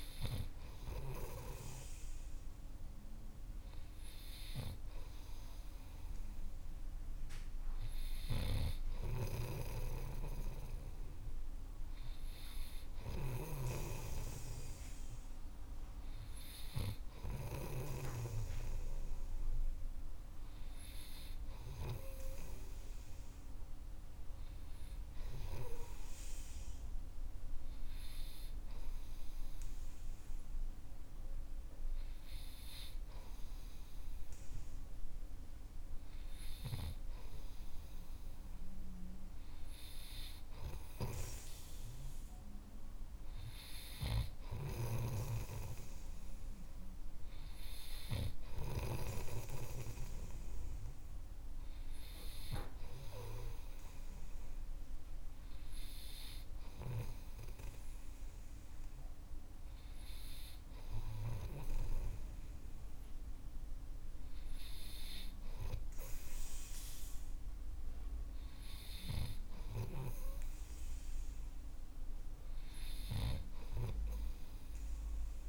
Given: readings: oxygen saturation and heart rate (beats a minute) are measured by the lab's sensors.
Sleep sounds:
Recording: breathing in sleep by a room microphone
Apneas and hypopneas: none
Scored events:
8.50-18.00 s: snoring (device-marked)
41.00-49.50 s: snoring (device-marked)
From the record:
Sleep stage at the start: N3 (deep sleep)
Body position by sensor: on the right side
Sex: male

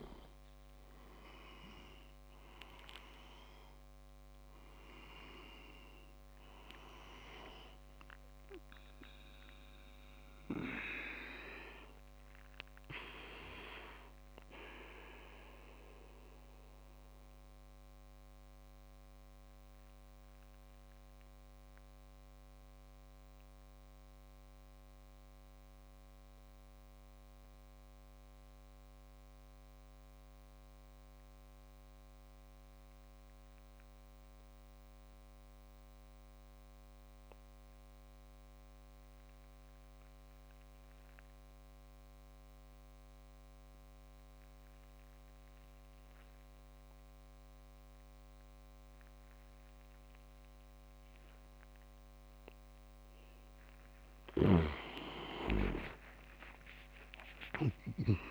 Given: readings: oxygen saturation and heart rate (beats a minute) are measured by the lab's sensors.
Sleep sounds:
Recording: breathing in sleep by a microphone on the trachea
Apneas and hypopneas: 1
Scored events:
0.00-4.50 s: arousal
0.00-12.50 s: oxygen desaturation (device-marked, oxygen 93% lowest)
15.50-54.00 s: mixed apnea (oxygen 98% before, 92% lowest)
45.50-58.31 s: oxygen desaturation (device-marked, oxygen 99% before, 92% lowest)
54.00-58.31 s: snoring (device-marked)
55.50-58.31 s: leg movement (device-marked)
56.00-58.31 s: arousal
From the record:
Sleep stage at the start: N2 (light sleep)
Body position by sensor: on the back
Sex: male

